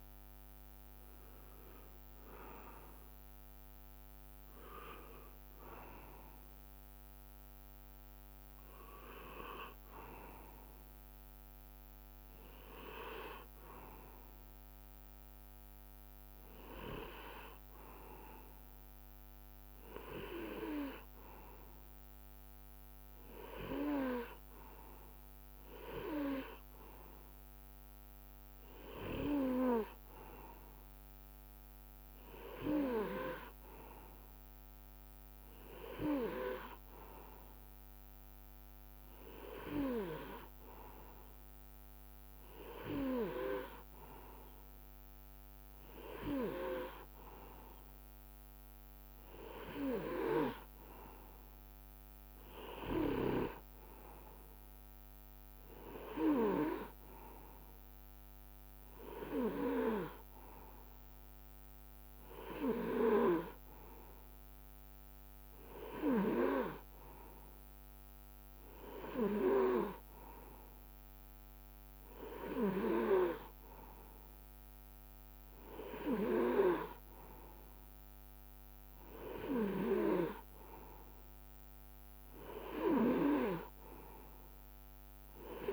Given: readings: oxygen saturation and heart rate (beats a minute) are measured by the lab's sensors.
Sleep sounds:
breathing in sleep by a microphone on the trachea; none
none scored
From the record:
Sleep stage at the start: N2 (light sleep); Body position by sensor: on the right side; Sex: male

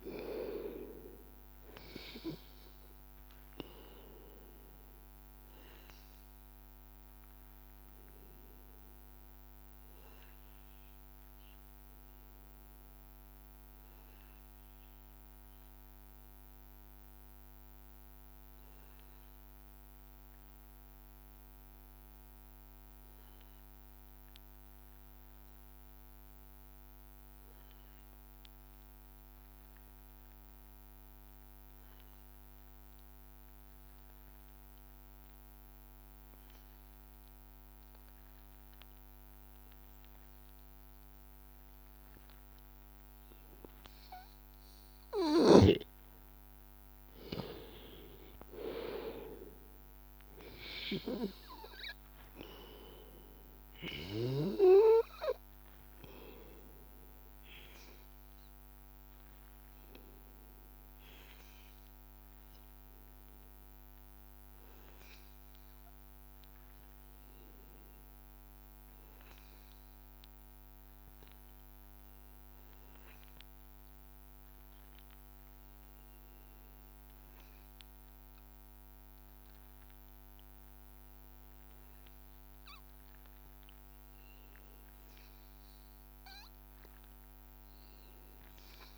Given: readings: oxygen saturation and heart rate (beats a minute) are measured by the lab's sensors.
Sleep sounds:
breathing in sleep by a microphone on the trachea; 2
0.00-15.00 s: oxygen desaturation (device-marked, oxygen 90% lowest, heart rate 81 extreme)
10.00-41.50 s: obstructive apnea (oxygen 95% before, 91% lowest, heart rate 84 before, 82 extreme, up 1 after)
35.00-68.00 s: oxygen desaturation (device-marked, oxygen 98% before, 91% lowest, heart rate 82 before, 81 extreme)
44.50-48.00 s: arousal
62.00-83.50 s: hypopnea (oxygen 97% before, 91% lowest, heart rate 83 before, 81 extreme, up 0 after)
85.00-88.98 s: oxygen desaturation (device-marked, oxygen 98% before, 93% lowest, heart rate 83 before, 81 extreme)
86.00-88.98 s: arousal
From the record:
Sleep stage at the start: N2 (light sleep); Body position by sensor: on the back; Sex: male

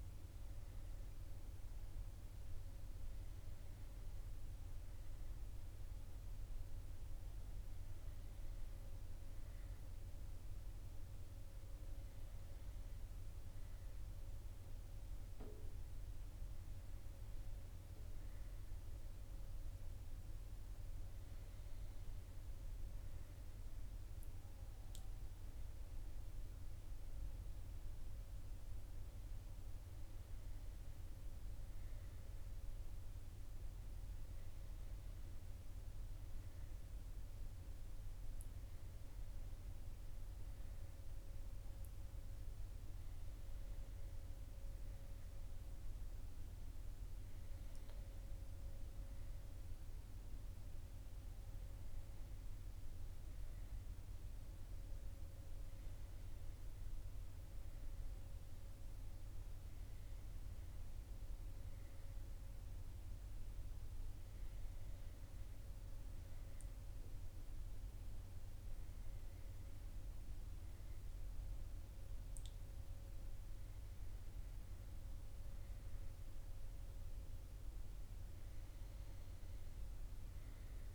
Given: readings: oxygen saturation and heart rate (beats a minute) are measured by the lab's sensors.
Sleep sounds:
breathing in sleep, hard to hear, by a room microphone; none
none scored
From the record:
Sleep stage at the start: N1 (lightest sleep); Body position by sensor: on the back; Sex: male

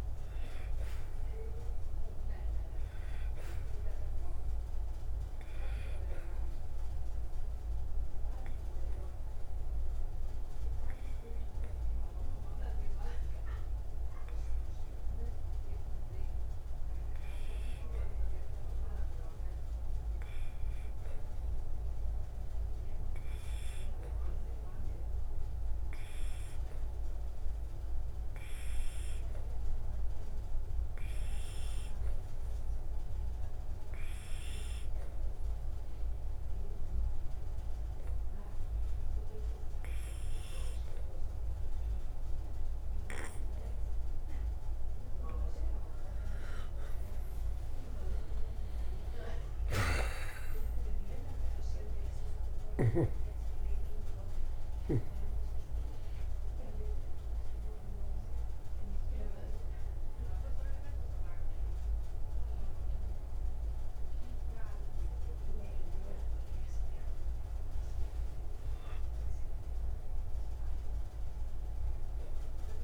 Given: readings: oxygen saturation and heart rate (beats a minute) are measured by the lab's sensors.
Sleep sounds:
breathing in sleep by a room microphone; 1
6.50-44.50 s: obstructive apnea (oxygen 98% before, 84% lowest, heart rate 181 before, 150 extreme, up 10 after)
39.00-72.84 s: oxygen desaturation (device-marked, oxygen 96% before, 84% lowest)
49.00-54.50 s: arousal
From the record:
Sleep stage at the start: N2 (light sleep); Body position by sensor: on the right side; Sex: male

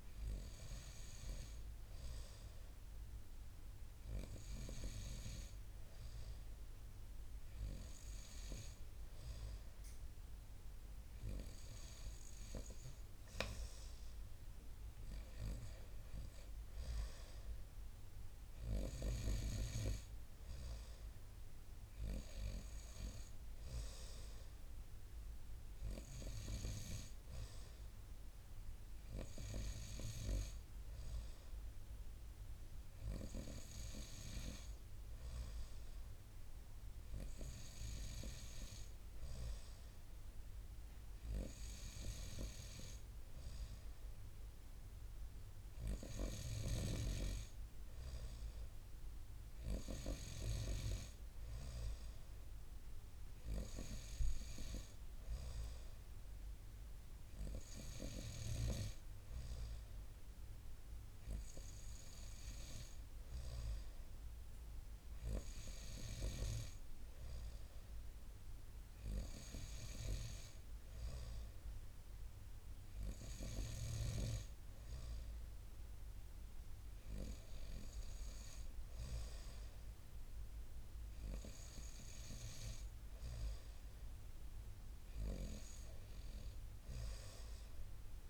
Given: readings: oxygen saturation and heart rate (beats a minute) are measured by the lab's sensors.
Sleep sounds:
breathing in sleep by a room microphone; none
none scored
From the record:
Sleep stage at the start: N2 (light sleep); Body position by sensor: on the right side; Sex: male

